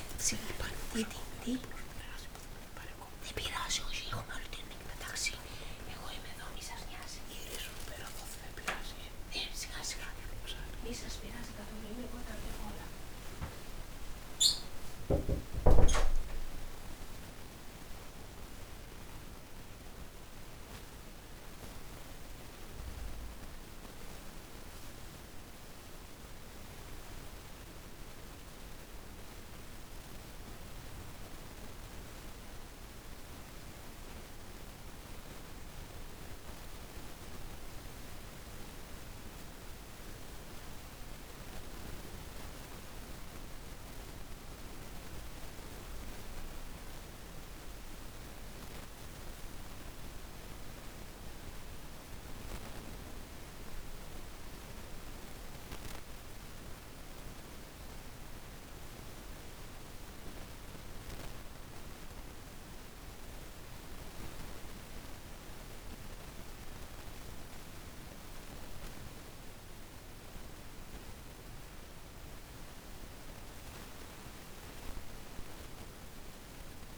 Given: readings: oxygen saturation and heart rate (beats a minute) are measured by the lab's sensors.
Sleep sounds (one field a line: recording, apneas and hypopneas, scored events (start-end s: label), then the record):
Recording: a person awake in a sleep study, by a room microphone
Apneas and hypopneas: none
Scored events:
52.00-76.98 s: new sleep stage, N1 (lightest sleep)
64.00-76.98 s: oxygen desaturation (device-marked, oxygen 98% before, 95% lowest, heart rate 55 before, 54 extreme)
From the record:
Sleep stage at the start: awake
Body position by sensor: on the back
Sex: female